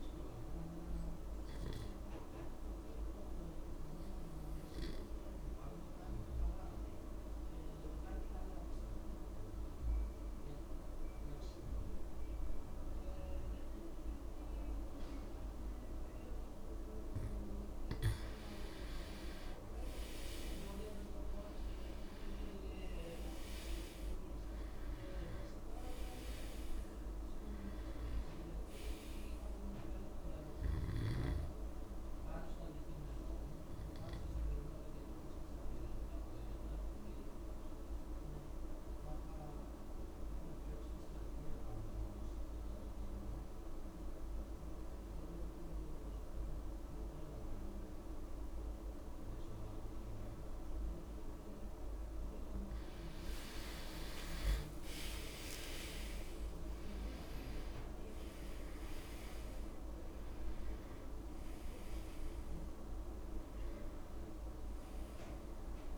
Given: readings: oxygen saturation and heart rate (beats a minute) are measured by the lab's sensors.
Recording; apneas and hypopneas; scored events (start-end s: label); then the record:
breathing in sleep, hard to hear, by a room microphone; 2
0.00-12.00 s: oxygen desaturation (device-marked, oxygen 91% lowest)
3.00-17.50 s: obstructive apnea (oxygen 98% before, 89% lowest)
19.50-23.50 s: arousal
26.00-42.00 s: oxygen desaturation (device-marked, oxygen 97% before, 90% lowest)
34.50-51.50 s: obstructive apnea (oxygen 97% before, 89% lowest)
51.00-65.98 s: oxygen desaturation (device-marked, oxygen 98% before, 89% lowest)
54.50-60.00 s: arousal
55.00-57.00 s: long interval between heartbeats (device-marked)
58.00-60.00 s: long interval between heartbeats (device-marked)
62.50-64.50 s: long interval between heartbeats (device-marked, heart rate 50 before, 71 extreme)
From the record:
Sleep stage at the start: N2 (light sleep); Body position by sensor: on the back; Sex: male